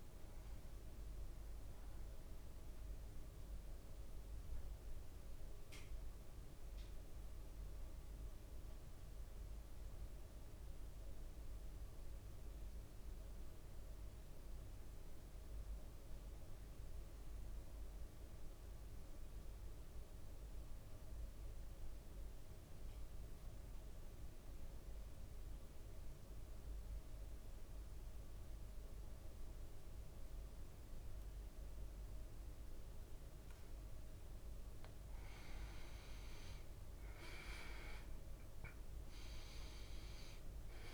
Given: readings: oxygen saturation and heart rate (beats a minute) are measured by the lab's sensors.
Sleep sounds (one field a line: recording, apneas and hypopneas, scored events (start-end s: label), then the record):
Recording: breathing in sleep, hard to hear, by a room microphone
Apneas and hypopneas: 1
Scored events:
2.50-34.00 s: central apnea (oxygen 99% before, 91% lowest, heart rate 59 before, 54 extreme, up 7 after)
30.50-40.94 s: oxygen desaturation (device-marked, oxygen 99% before, 91% lowest, heart rate 55 before, 56 extreme)
36.00-40.50 s: arousal
From the record:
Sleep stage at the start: REM sleep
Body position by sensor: on the back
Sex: male